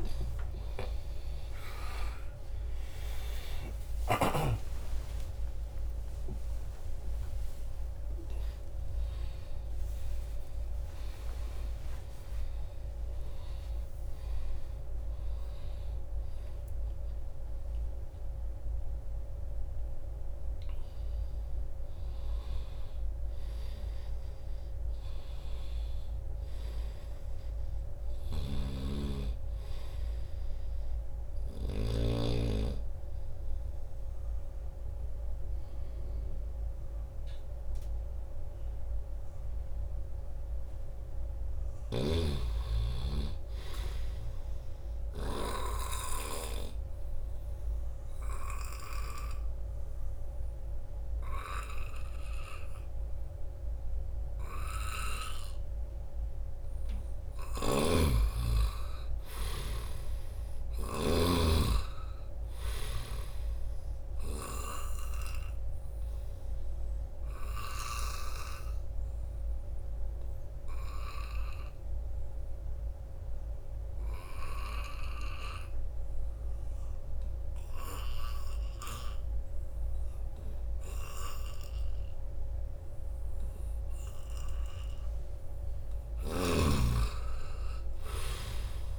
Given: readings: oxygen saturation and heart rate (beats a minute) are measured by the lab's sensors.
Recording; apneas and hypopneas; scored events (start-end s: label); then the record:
a person partly awake in a sleep study, by a room microphone; 2
0.50-2.50 s: long interval between heartbeats (device-marked)
2.50-4.50 s: long interval between heartbeats (device-marked, heart rate 43 before, 128 extreme)
4.50-6.50 s: long interval between heartbeats (device-marked, heart rate 55 before, 115 extreme)
22.00-52.00 s: new sleep stage, N1 (lightest sleep)
28.00-32.00 s: snoring (device-marked)
29.00-36.00 s: oxygen desaturation (device-marked, oxygen 98% before, 94% lowest, heart rate 99 before, 78 extreme)
45.00-56.00 s: oxygen desaturation (device-marked, oxygen 95% before, 87% lowest, heart rate 87 before, 78 extreme)
45.50-57.50 s: obstructive apnea (oxygen 98% before, 83% lowest, heart rate 87 before, 78 extreme, up 5 after)
52.00-88.99 s: new sleep stage, N2 (light sleep)
57.50-61.00 s: snoring (device-marked)
59.00-62.50 s: arousal
62.00-75.00 s: oxygen desaturation (device-marked, oxygen 93% before, 85% lowest, heart rate 80 before, 78 extreme)
66.50-84.50 s: obstructive apnea (oxygen 95% before, 83% lowest, heart rate 80 before, 78 extreme, up 3 after)
86.00-88.99 s: arousal
86.00-88.99 s: snoring (device-marked)
87.00-88.99 s: oxygen desaturation (device-marked, oxygen 96% before, 83% lowest, heart rate 80 before, 82 extreme)
From the record:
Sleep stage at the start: awake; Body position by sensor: on the right side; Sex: male